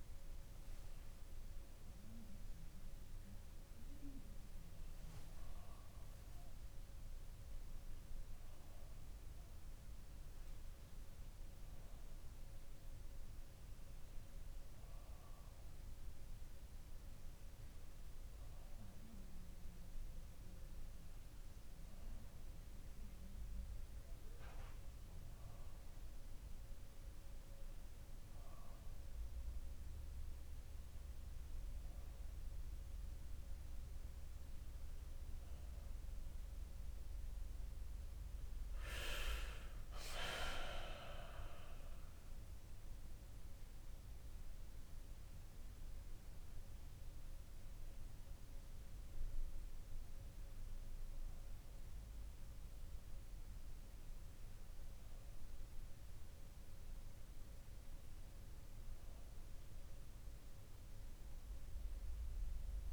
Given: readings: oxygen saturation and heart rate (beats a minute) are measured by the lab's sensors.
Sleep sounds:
breathing in sleep by a room microphone; none
none scored
From the record:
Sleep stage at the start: N2 (light sleep); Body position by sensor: on the back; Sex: male

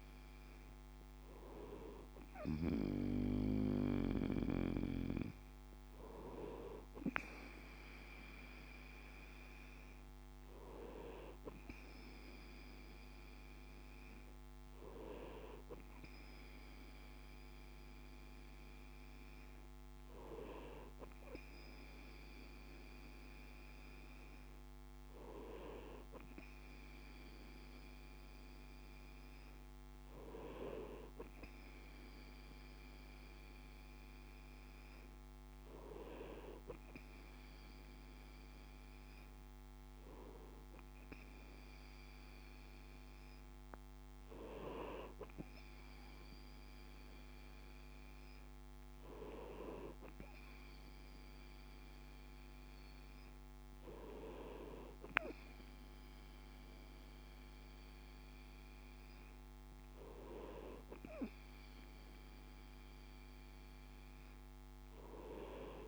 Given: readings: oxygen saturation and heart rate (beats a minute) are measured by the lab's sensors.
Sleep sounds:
breathing in sleep by a microphone on the trachea; none
none scored
From the record:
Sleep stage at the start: N2 (light sleep); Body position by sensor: on the right side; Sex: male

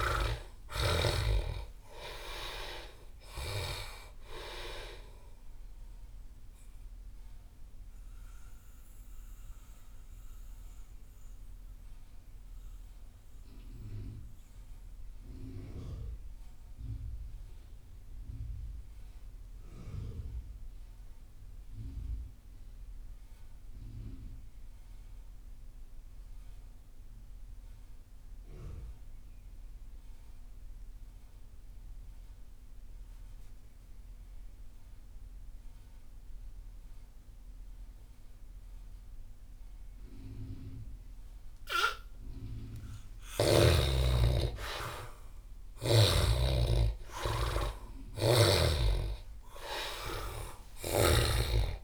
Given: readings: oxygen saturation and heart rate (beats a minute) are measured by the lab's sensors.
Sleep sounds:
breathing in sleep by a room microphone; 1
0.00-23.50 s: oxygen desaturation (device-marked, oxygen 71% lowest)
8.50-42.50 s: mixed apnea (oxygen 97% before, 71% lowest)
36.50-51.84 s: oxygen desaturation (device-marked, oxygen 98% before, 75% lowest)
43.50-49.00 s: arousal
From the record:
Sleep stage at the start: N2 (light sleep); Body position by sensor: on the back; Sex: male

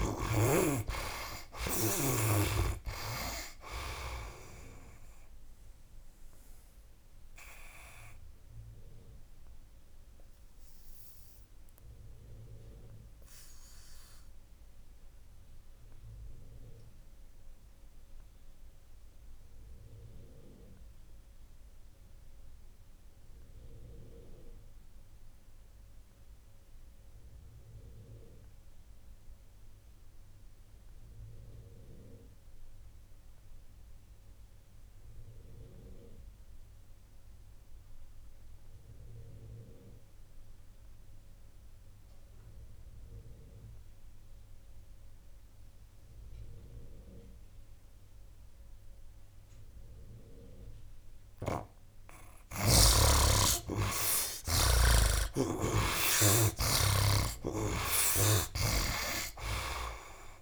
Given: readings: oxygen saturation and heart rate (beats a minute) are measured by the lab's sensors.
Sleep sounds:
breathing in sleep by a room microphone; 1
0.00-1.00 s: arousal
0.00-2.00 s: snoring (device-marked)
0.00-24.50 s: oxygen desaturation (device-marked, oxygen 46% lowest, heart rate 65 extreme)
6.50-51.00 s: obstructive apnea (oxygen 68% before, 45% lowest, heart rate 82 before, 70 extreme, up 20 after)
31.50-60.42 s: oxygen desaturation (device-marked, oxygen 95% before, 45% lowest, heart rate 74 before, 72 extreme)
51.00-54.50 s: snoring (device-marked)
54.00-58.00 s: arousal
56.50-60.42 s: snoring (device-marked)
From the record:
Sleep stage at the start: REM sleep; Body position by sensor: on the right side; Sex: male

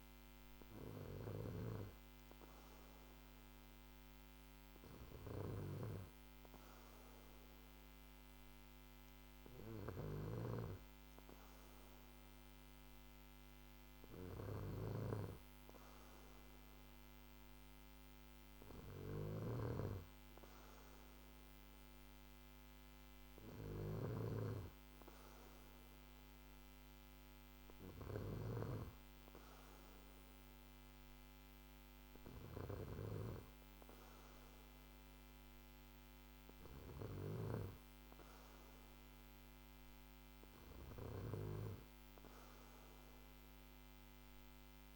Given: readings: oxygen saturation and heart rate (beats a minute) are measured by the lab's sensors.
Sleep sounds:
breathing in sleep by a microphone on the trachea; none
5.00-10.00 s: snoring (device-marked)
18.50-28.00 s: snoring (device-marked)
From the record:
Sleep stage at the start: N2 (light sleep); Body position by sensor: on the back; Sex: male

